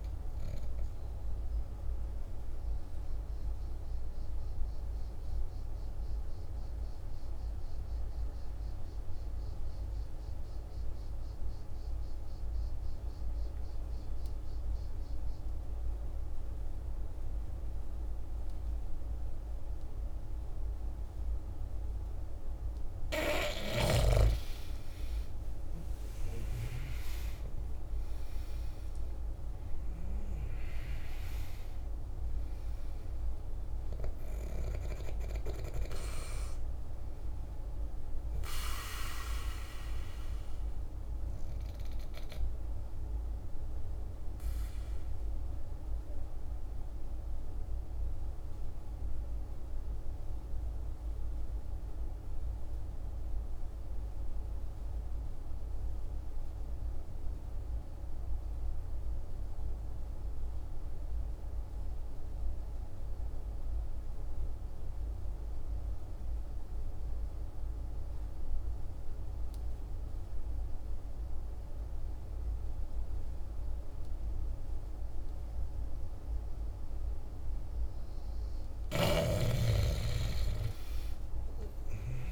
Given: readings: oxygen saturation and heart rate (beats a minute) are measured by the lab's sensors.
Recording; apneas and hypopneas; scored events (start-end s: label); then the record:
breathing in sleep by a room microphone; 2
0.00-4.00 s: oxygen desaturation (device-marked, oxygen 85% lowest, heart rate 48 extreme)
2.00-22.50 s: obstructive apnea (oxygen 95% before, 84% lowest, heart rate 53 before, 50 extreme, up 12 after)
19.00-53.00 s: oxygen desaturation (device-marked, oxygen 99% before, 84% lowest, heart rate 51 before, 49 extreme)
24.50-29.00 s: arousal
43.00-77.00 s: mixed apnea (oxygen 97% before, 83% lowest, heart rate 58 before, 49 extreme, up 10 after)
71.00-82.32 s: oxygen desaturation (device-marked, oxygen 98% before, 83% lowest, heart rate 50 before, 48 extreme)
79.50-82.32 s: arousal
From the record:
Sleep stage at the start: N2 (light sleep); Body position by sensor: on the back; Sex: male